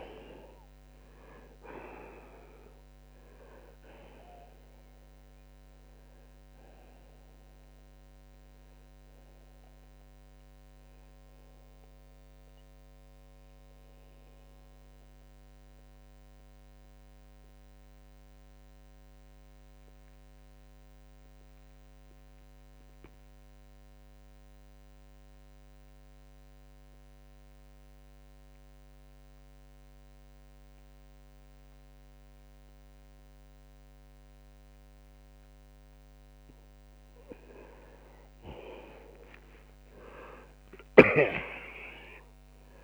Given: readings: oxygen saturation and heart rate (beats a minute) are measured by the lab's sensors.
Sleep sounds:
breathing in sleep by a microphone on the trachea; 1
0.00-1.50 s: arousal
13.50-42.84 s: oxygen desaturation (device-marked, oxygen 93% before, 81% lowest, heart rate 97 before, 60 extreme)
15.00-37.50 s: mixed apnea (oxygen 94% before, 81% lowest, heart rate 96 before, 63 extreme, up 12 after)
39.00-42.84 s: arousal
From the record:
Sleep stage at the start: N2 (light sleep); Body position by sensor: on the left side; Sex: male

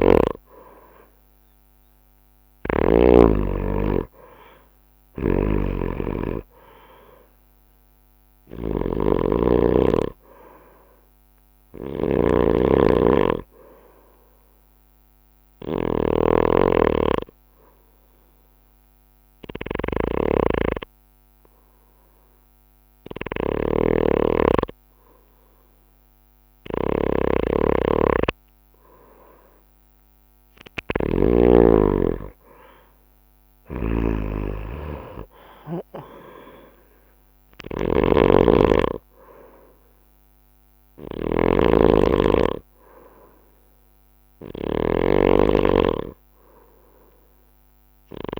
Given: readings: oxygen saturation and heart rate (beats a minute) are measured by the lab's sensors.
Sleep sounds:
breathing in sleep by a microphone on the trachea; 1
0.00-3.00 s: arousal
0.00-3.00 s: snoring (device-marked)
0.00-25.50 s: bradycardia (device-marked)
2.00-4.00 s: long interval between heartbeats (device-marked)
5.00-31.50 s: snoring (device-marked)
17.00-27.50 s: hypopnea (oxygen 93% before, 90% lowest)
33.50-48.40 s: snoring (device-marked)
34.50-48.40 s: bradycardia (device-marked)
42.50-47.00 s: arousal
From the record:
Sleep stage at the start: N2 (light sleep); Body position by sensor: on the right side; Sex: male

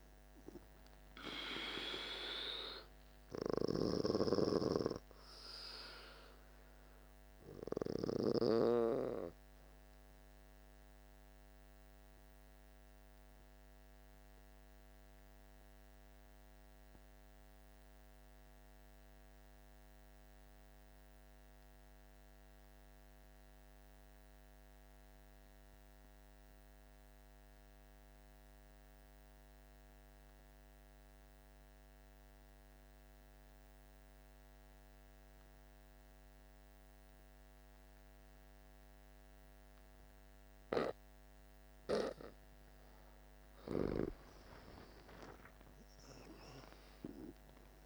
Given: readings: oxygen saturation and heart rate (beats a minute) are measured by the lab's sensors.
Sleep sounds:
breathing in sleep by a microphone on the trachea; 1
0.00-22.00 s: oxygen desaturation (device-marked, oxygen 85% lowest, heart rate 50 extreme)
4.00-8.50 s: snoring (device-marked)
11.00-41.00 s: mixed apnea (oxygen 99% before, 82% lowest, heart rate 56 before, 49 extreme, up 10 after)
35.00-47.86 s: oxygen desaturation (device-marked, oxygen 99% before, 82% lowest, heart rate 50 before, 49 extreme)
43.00-47.50 s: arousal
From the record:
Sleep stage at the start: N2 (light sleep); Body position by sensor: on the back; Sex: male

